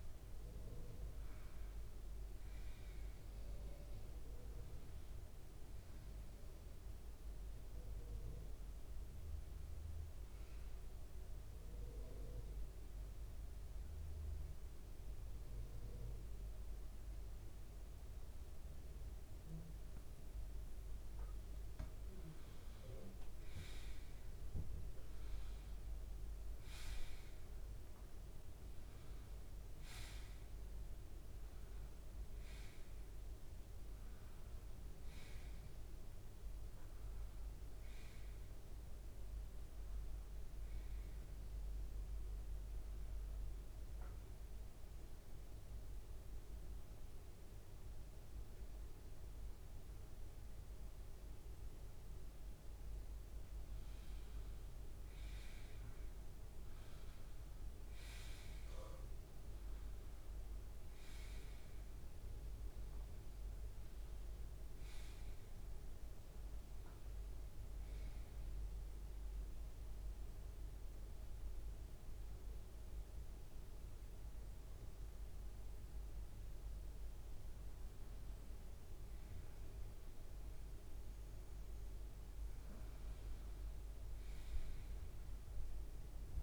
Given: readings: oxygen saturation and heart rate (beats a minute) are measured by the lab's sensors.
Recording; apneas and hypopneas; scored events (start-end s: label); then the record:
breathing in sleep, hard to hear, by a room microphone; 3
0.00-2.00 s: arousal
10.00-21.50 s: obstructive apnea (oxygen 97% before, 90% lowest, heart rate 82 before, 79 extreme, up 4 after)
23.50-27.50 s: arousal
30.50-50.50 s: oxygen desaturation (device-marked, oxygen 96% before, 90% lowest, heart rate 81 before, 77 extreme)
33.50-86.43 s: new sleep stage, N2 (light sleep)
43.00-53.00 s: central apnea (oxygen 96% before, 90% lowest, heart rate 82 before, 76 extreme, up 4 after)
55.50-58.50 s: arousal
62.50-81.50 s: oxygen desaturation (device-marked, oxygen 97% before, 91% lowest, heart rate 79 before, 76 extreme)
69.00-79.50 s: hypopnea (oxygen 97% before, 91% lowest, heart rate 80 before, 76 extreme, up 2 after)
82.50-86.43 s: arousal
From the record:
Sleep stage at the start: N1 (lightest sleep); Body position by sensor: on the right side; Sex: male